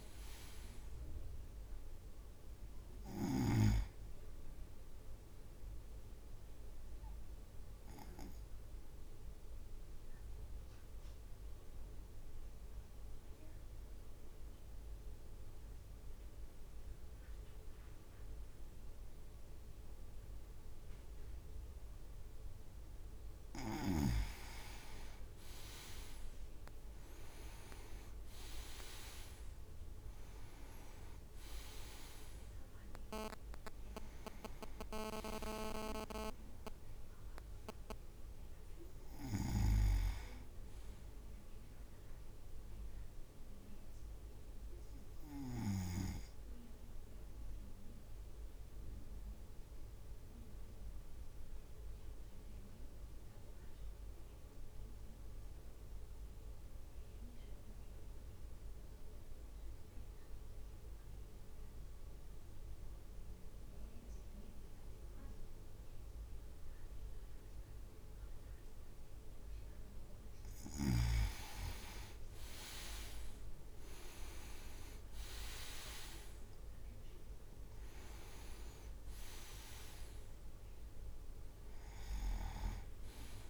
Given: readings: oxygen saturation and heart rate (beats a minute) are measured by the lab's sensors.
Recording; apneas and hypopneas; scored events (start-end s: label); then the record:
breathing in sleep by a room microphone; 2
0.00-1.00 s: leg movement (device-marked)
0.00-9.00 s: drop in pulse transit time (device-marked, heart rate 54 extreme)
6.00-24.00 s: obstructive apnea (oxygen 100% before, 95% lowest, heart rate 57 before, 52 extreme, up 2 after)
26.00-27.00 s: leg movement (device-marked)
27.00-30.00 s: arousal
28.00-41.00 s: drop in pulse transit time (device-marked, heart rate 54 before, 54 extreme)
43.50-69.50 s: obstructive apnea (oxygen 99% before, 95% lowest, heart rate 55 before, 51 extreme, up 9 after)
72.00-76.00 s: leg movement (device-marked)
73.00-77.50 s: arousal
76.00-83.50 s: drop in pulse transit time (device-marked, heart rate 54 before, 55 extreme)
82.50-83.50 s: snoring (device-marked)
From the record:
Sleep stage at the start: N2 (light sleep); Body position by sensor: on the right side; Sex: male